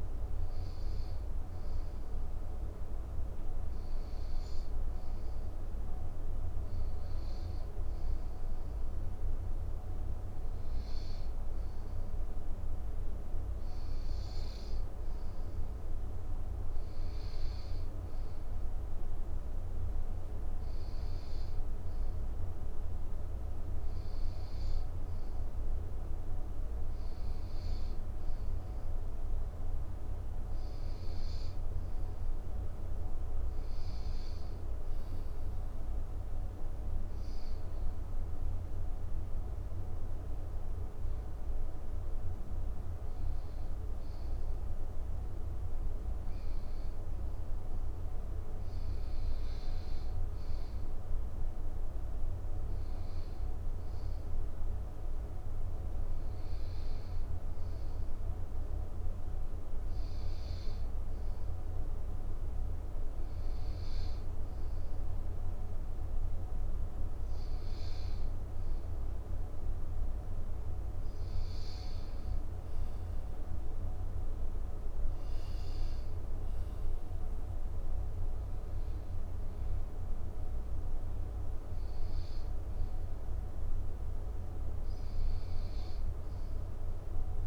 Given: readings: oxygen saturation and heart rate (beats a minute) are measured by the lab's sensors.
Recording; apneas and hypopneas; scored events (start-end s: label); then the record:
breathing in sleep, hard to hear, by a room microphone; none
none scored
From the record:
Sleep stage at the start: N1 (lightest sleep); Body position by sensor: on the back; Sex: male